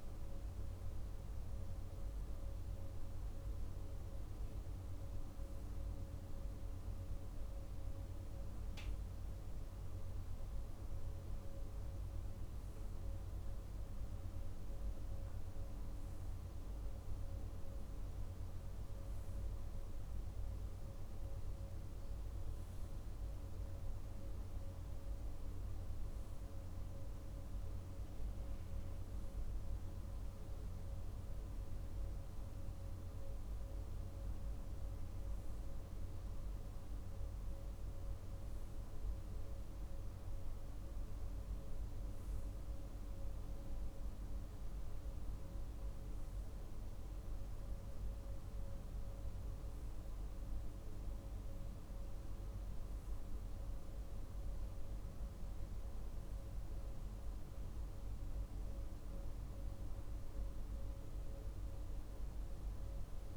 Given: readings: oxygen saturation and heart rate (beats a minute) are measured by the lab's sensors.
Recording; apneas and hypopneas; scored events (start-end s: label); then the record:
breathing in sleep, hard to hear, by a room microphone; none
none scored
From the record:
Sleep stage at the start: REM sleep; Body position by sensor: on the right side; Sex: male